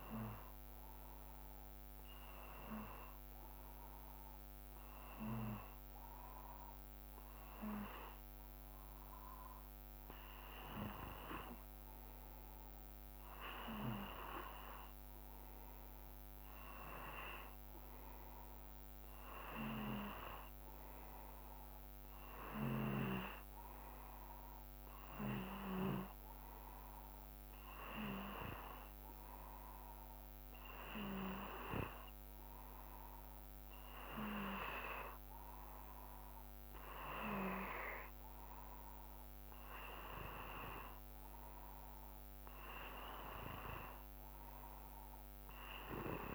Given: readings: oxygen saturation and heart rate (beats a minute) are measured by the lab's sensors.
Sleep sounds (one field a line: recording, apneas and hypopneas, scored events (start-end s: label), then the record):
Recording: breathing in sleep by a microphone on the trachea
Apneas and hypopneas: none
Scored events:
none scored
From the record:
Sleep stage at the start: N2 (light sleep)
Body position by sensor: on the back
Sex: male